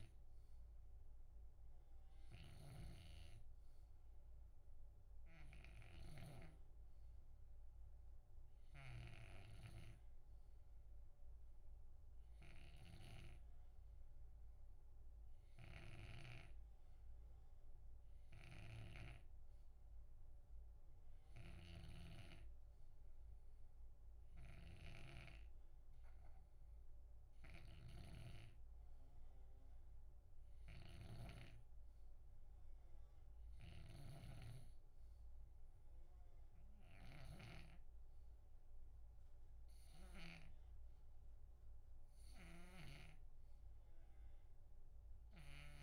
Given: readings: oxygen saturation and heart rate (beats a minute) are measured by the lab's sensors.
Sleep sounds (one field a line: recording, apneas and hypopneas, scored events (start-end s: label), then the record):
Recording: breathing in sleep by a room microphone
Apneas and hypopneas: none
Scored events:
0.00-40.50 s: snoring (device-marked)
From the record:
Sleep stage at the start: N2 (light sleep)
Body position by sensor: on the left side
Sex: male